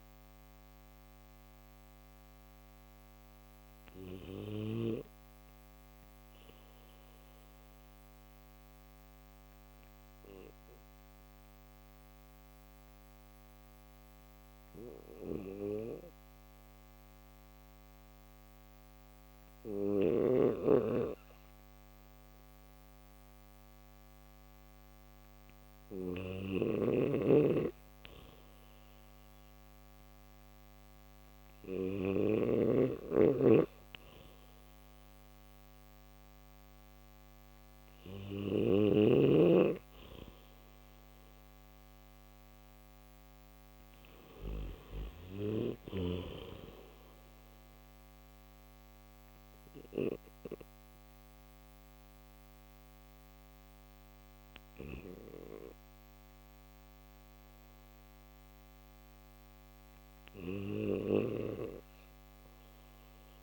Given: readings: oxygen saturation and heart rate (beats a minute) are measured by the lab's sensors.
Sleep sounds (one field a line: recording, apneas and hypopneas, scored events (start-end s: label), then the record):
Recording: breathing in sleep by a microphone on the trachea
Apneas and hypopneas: none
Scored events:
26.00-32.00 s: snoring (device-marked)
29.50-51.50 s: oxygen desaturation (device-marked, oxygen 95% before, 88% lowest, heart rate 69 before, 64 extreme)
38.00-44.50 s: snoring (device-marked)
60.50-63.43 s: snoring (device-marked)
From the record:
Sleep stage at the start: N3 (deep sleep)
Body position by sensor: on the back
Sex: male